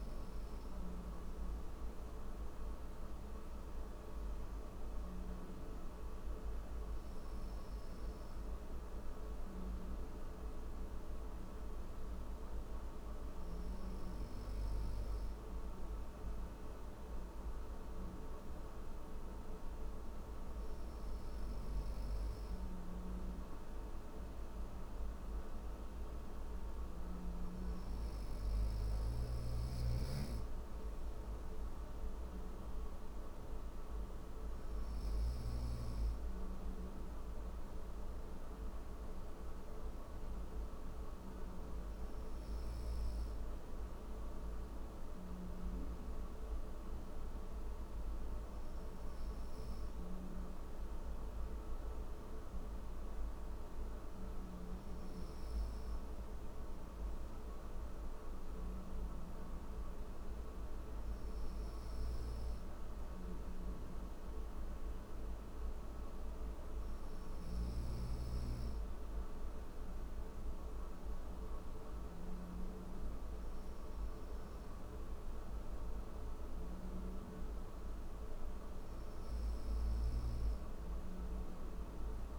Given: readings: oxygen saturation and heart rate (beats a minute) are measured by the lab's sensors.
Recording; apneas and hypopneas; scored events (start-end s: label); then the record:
breathing in sleep, hard to hear, by a room microphone; none
28.00-34.50 s: snoring (device-marked)
From the record:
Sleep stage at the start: N3 (deep sleep); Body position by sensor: on the right side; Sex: male